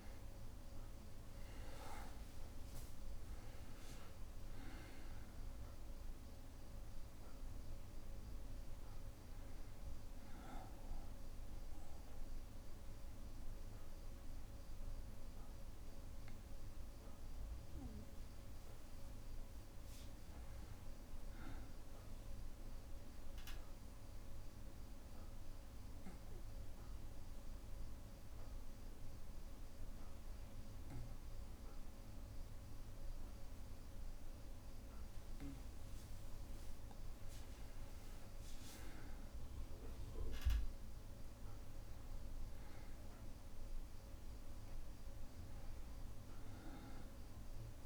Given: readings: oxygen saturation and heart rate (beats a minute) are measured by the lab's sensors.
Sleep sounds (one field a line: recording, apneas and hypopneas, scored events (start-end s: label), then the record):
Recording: breathing in sleep, hard to hear, by a room microphone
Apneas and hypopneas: 1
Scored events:
0.00-1.50 s: arousal
0.00-18.50 s: oxygen desaturation (device-marked, oxygen 92% lowest, heart rate 60 extreme)
22.00-35.50 s: obstructive apnea (oxygen 99% before, 92% lowest, heart rate 64 before, 59 extreme, up 2 after)
23.50-47.85 s: new sleep stage, N2 (light sleep)
39.00-43.00 s: arousal
44.50-47.85 s: oxygen desaturation (device-marked, oxygen 97% before, 94% lowest, heart rate 62 before, 59 extreme)
From the record:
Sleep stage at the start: N1 (lightest sleep)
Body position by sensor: on the back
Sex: male